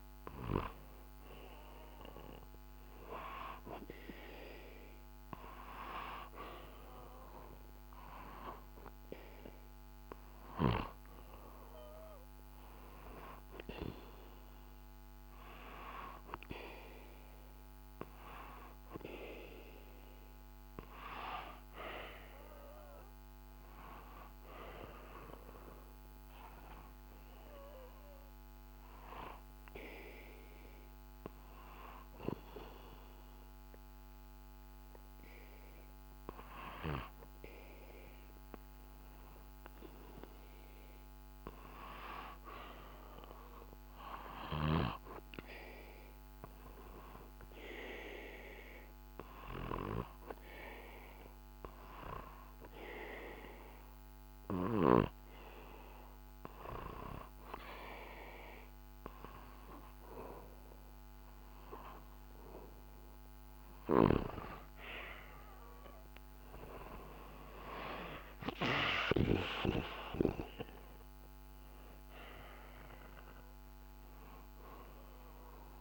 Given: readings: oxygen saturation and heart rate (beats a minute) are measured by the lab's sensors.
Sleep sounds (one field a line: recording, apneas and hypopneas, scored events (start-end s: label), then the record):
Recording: breathing in sleep by a microphone on the trachea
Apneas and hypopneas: 1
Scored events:
38.00-41.50 s: arousal
47.50-63.00 s: obstructive apnea (oxygen 95% before, 92% lowest, heart rate 66 before, 65 extreme, up 3 after)
65.00-68.00 s: arousal
From the record:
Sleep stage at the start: REM sleep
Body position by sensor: on the back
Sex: male